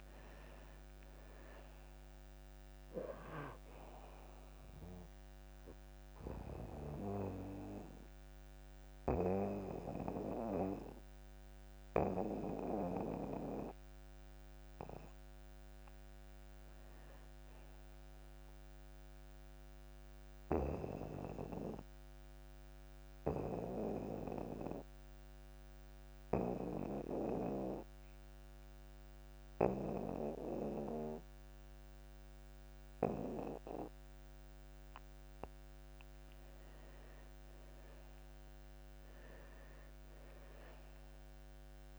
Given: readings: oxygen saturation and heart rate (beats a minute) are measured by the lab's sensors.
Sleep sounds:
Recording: breathing in sleep by a microphone on the trachea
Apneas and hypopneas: 1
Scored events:
0.00-26.50 s: oxygen desaturation (device-marked, oxygen 84% lowest)
22.00-37.00 s: obstructive apnea (oxygen 97% before, 84% lowest)
39.50-41.99 s: arousal
From the record:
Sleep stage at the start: N2 (light sleep)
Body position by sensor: on the back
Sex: male

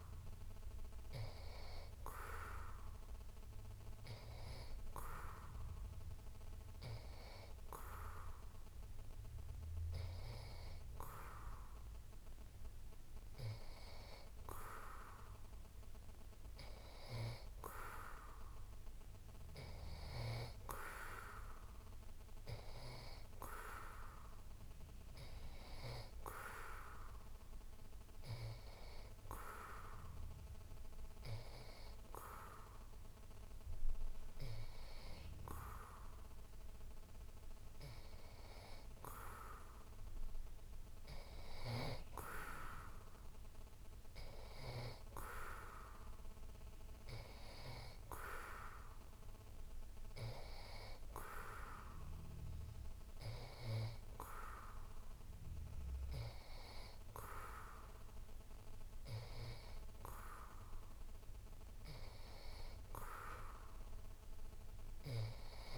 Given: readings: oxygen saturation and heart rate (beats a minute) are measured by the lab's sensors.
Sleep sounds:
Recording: breathing in sleep by a room microphone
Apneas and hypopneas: none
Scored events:
none scored
From the record:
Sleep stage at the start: N2 (light sleep)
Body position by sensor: on the back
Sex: male

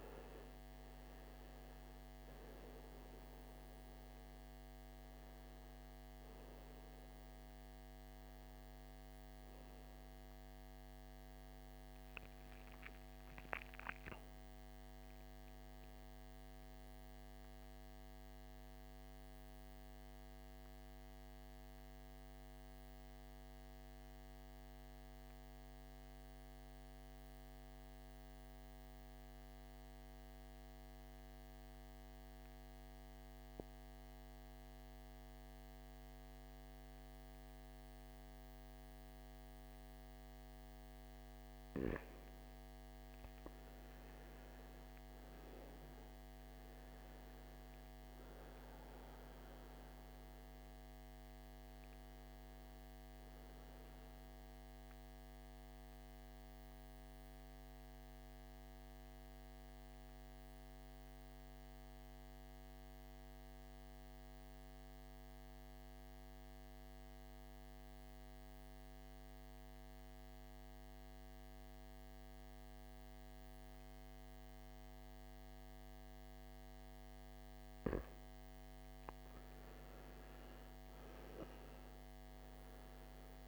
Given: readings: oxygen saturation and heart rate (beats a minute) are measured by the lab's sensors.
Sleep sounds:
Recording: breathing in sleep, hard to hear, by a microphone on the trachea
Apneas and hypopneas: 2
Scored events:
0.00-1.00 s: arousal
0.00-18.00 s: oxygen desaturation (device-marked, oxygen 83% lowest, heart rate 54 extreme)
21.50-41.00 s: mixed apnea (oxygen 99% before, 86% lowest, heart rate 69 before, 54 extreme, up 13 after)
40.00-67.00 s: oxygen desaturation (device-marked, oxygen 99% before, 86% lowest, heart rate 57 before, 52 extreme)
43.50-48.50 s: arousal
61.50-77.00 s: mixed apnea (oxygen 98% before, 81% lowest, heart rate 66 before, 52 extreme, up 13 after)
79.50-83.48 s: arousal
81.00-83.48 s: oxygen desaturation (device-marked, oxygen 98% before, 87% lowest, heart rate 55 before, 54 extreme)
From the record:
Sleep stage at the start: N2 (light sleep)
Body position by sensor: on the back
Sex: male

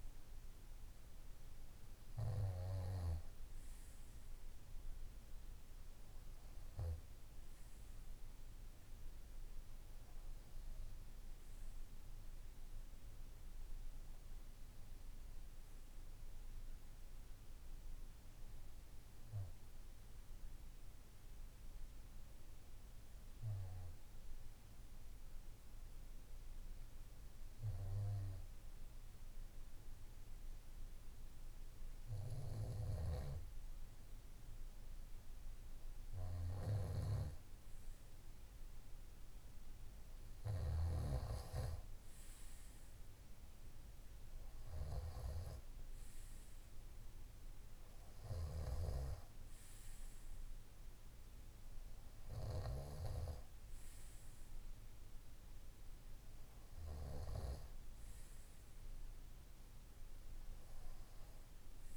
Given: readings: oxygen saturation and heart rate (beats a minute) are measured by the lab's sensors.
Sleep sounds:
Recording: breathing in sleep by a room microphone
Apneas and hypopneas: 1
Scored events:
15.00-34.00 s: obstructive apnea (oxygen 95% before, 93% lowest, heart rate 56 before, 52 extreme, up 3 after)
32.50-40.50 s: snoring (device-marked)
39.50-44.00 s: arousal
60.50-61.97 s: arousal
From the record:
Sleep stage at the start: N2 (light sleep)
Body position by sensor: on the right side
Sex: male

